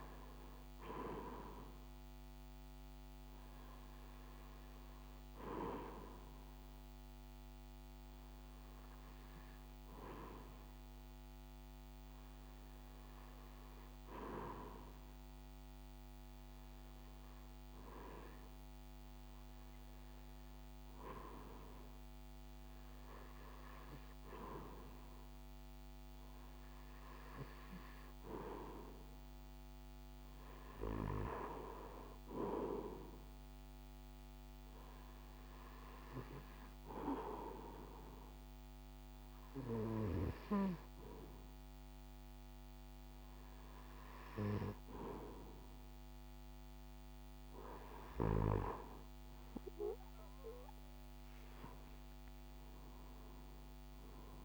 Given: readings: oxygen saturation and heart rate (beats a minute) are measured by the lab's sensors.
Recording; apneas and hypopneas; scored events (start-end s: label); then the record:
breathing in sleep by a microphone on the trachea; 1
8.50-24.50 s: hypopnea (oxygen 95% before, 94% lowest)
27.00-31.50 s: arousal
From the record:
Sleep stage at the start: REM sleep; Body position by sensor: on the right side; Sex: male